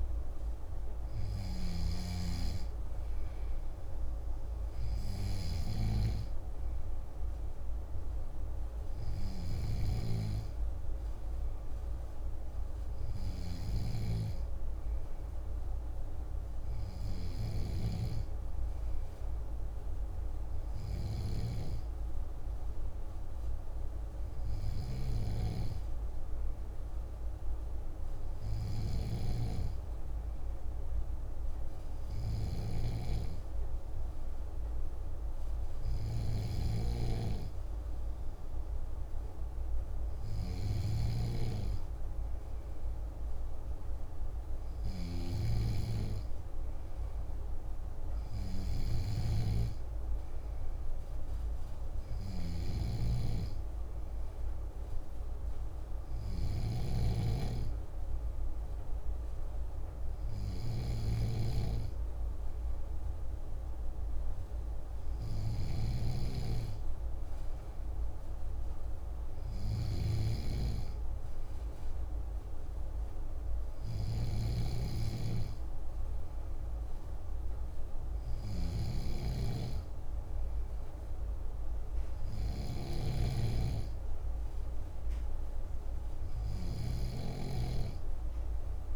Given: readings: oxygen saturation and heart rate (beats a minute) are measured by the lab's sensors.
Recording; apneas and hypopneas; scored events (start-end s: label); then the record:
breathing in sleep by a room microphone; none
0.00-1.50 s: snoring (device-marked)
28.00-40.50 s: snoring (device-marked)
48.50-56.50 s: snoring (device-marked)
65.00-88.96 s: snoring (device-marked)
From the record:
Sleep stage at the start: N2 (light sleep); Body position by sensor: on the back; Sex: male